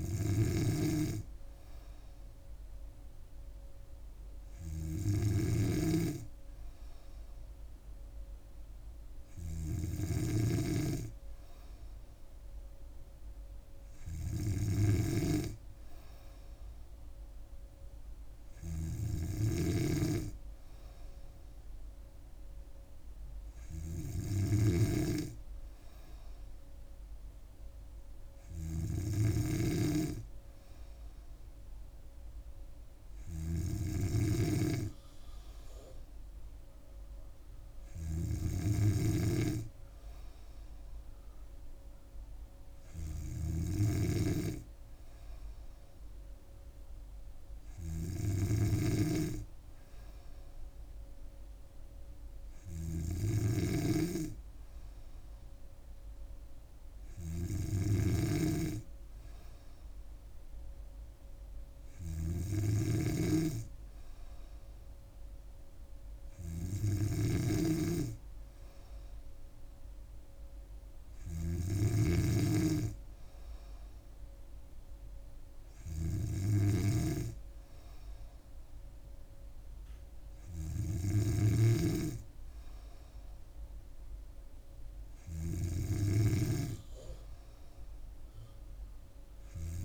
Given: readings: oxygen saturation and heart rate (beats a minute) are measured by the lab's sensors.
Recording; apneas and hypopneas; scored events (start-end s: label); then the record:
breathing in sleep by a room microphone; none
0.00-81.50 s: snoring (device-marked)
From the record:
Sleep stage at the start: N2 (light sleep); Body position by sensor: on the back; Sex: female